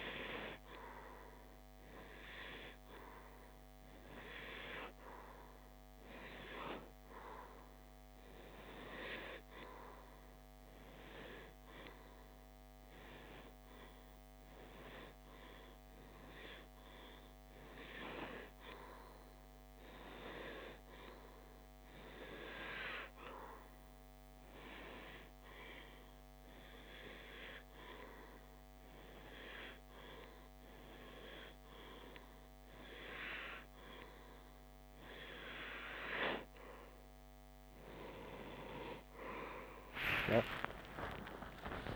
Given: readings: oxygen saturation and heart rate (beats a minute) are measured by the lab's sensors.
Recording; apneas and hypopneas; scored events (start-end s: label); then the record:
breathing in sleep by a microphone on the trachea; 1
10.50-34.00 s: obstructive apnea (heart rate 55 before, 62 extreme, up 46 after)
40.50-41.96 s: new sleep stage, awake
From the record:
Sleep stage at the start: REM sleep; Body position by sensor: on the back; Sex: male